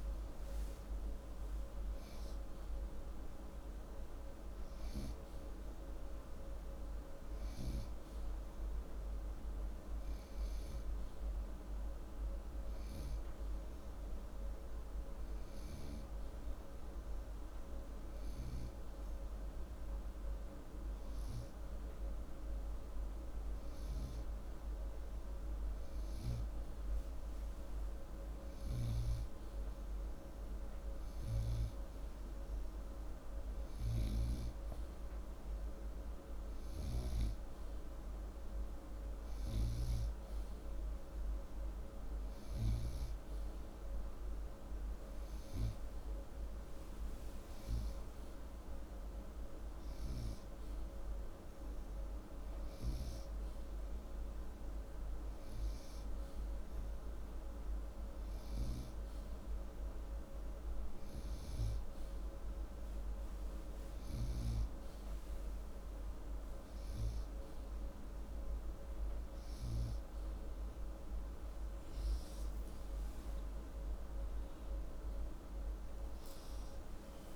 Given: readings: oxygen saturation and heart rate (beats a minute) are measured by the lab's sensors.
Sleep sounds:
breathing in sleep, hard to hear, by a room microphone; none
72.00-77.36 s: new sleep stage, N2 (light sleep)
72.50-77.36 s: arousal
From the record:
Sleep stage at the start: N3 (deep sleep); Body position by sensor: upright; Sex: male

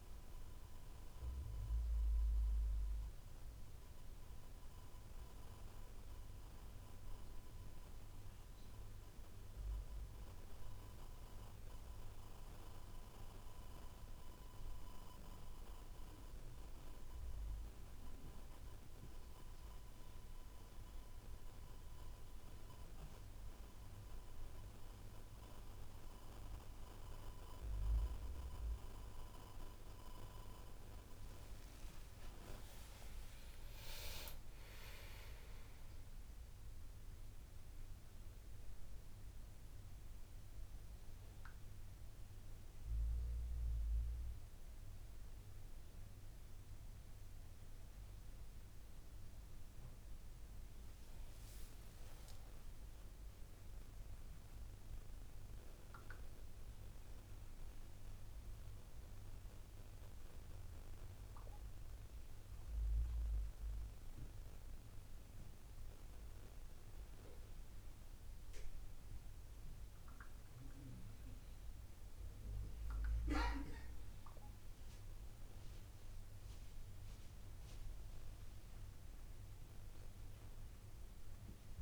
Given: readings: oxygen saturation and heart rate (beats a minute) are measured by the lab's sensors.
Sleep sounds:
breathing in sleep by a room microphone; none
34.00-37.50 s: arousal
From the record:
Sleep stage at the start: N2 (light sleep); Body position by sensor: on the back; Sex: male

